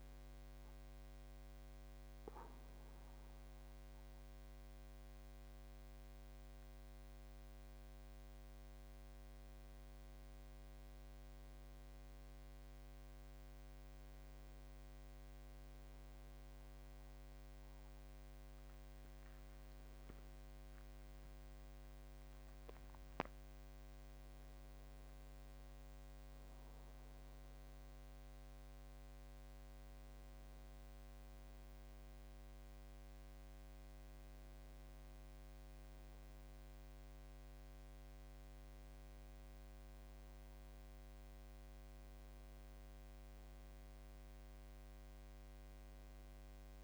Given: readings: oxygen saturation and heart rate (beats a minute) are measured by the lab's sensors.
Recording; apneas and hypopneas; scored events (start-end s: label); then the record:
breathing in sleep, hard to hear, by a microphone on the trachea; none
18.50-22.00 s: arousal
From the record:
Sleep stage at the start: N1 (lightest sleep); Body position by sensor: on the back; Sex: male